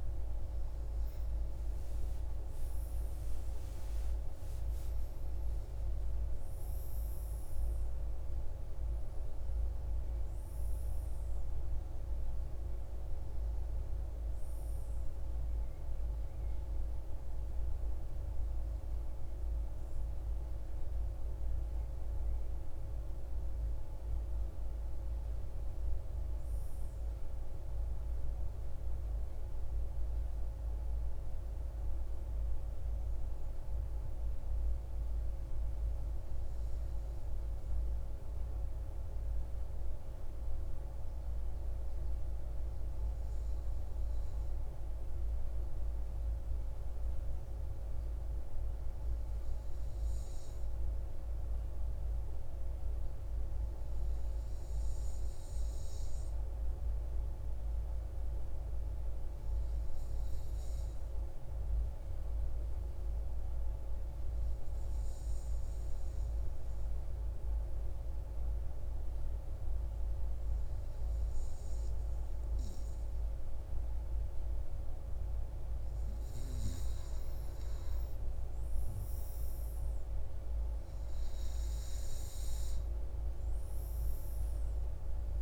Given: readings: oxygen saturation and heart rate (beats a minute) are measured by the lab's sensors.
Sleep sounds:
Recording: breathing in sleep, hard to hear, by a room microphone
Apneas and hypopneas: 1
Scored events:
0.00-4.00 s: arousal
59.50-73.50 s: obstructive apnea (oxygen 98% before, 95% lowest, heart rate 64 before, 61 extreme, up 5 after)
75.00-79.00 s: arousal
From the record:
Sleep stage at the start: N2 (light sleep)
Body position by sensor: on the front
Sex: male

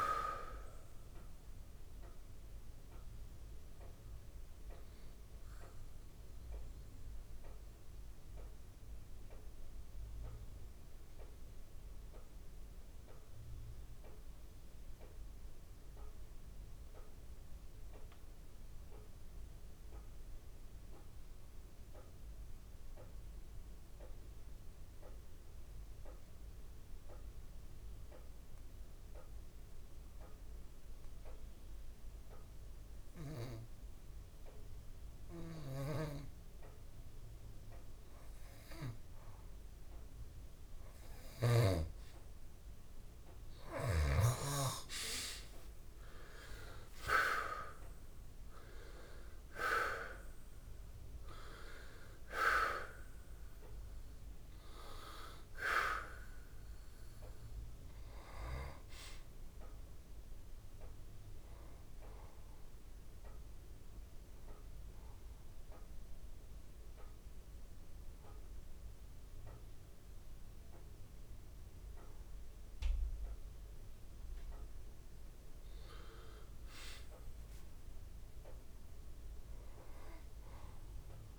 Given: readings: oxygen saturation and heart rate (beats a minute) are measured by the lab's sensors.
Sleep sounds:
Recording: breathing in sleep by a room microphone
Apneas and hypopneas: 2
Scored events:
0.00-25.00 s: oxygen desaturation (device-marked, oxygen 86% lowest, heart rate 62 extreme)
5.50-41.00 s: mixed apnea (oxygen 98% before, 84% lowest, heart rate 83 before, 46 extreme)
38.00-70.00 s: oxygen desaturation (device-marked, oxygen 99% before, 84% lowest)
46.00-50.50 s: arousal
64.00-75.50 s: central apnea (oxygen 97% before, 85% lowest)
77.00-80.50 s: arousal
From the record:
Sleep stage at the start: N2 (light sleep)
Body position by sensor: on the back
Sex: male

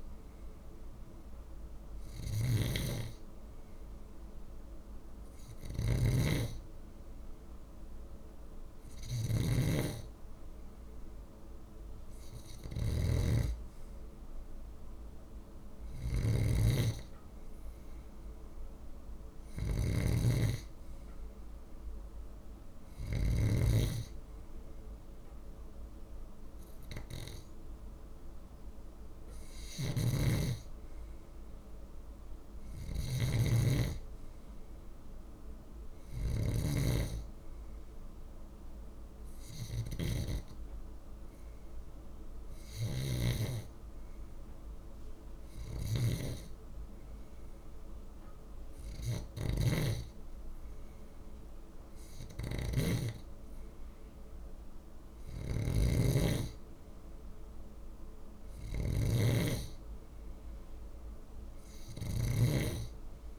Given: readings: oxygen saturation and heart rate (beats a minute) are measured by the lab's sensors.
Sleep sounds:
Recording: breathing in sleep by a room microphone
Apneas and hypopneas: none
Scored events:
0.00-23.00 s: snoring (device-marked)
29.00-63.39 s: snoring (device-marked)
From the record:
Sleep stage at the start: N2 (light sleep)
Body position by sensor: on the left side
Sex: male

